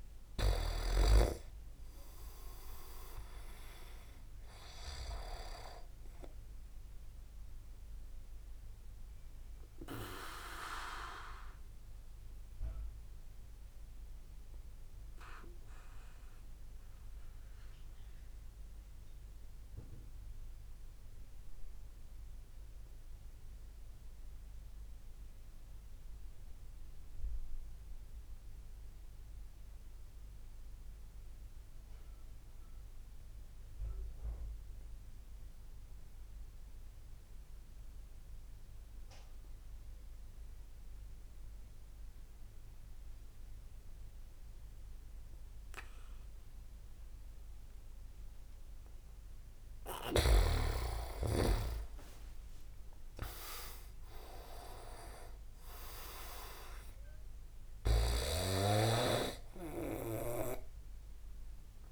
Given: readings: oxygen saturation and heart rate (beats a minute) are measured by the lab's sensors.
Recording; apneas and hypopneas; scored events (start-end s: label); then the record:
breathing in sleep by a room microphone; 1
0.00-8.50 s: oxygen desaturation (device-marked, oxygen 94% lowest)
8.00-48.00 s: obstructive apnea (oxygen 99% before, 92% lowest)
22.50-31.50 s: oxygen desaturation (device-marked, oxygen 95% before, 92% lowest)
44.50-54.50 s: oxygen desaturation (device-marked, oxygen 99% before, 94% lowest)
50.00-54.50 s: arousal
51.00-53.50 s: leg movement (device-marked)
58.00-61.92 s: snoring (device-marked)
From the record:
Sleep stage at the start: N2 (light sleep); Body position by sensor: on the back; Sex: male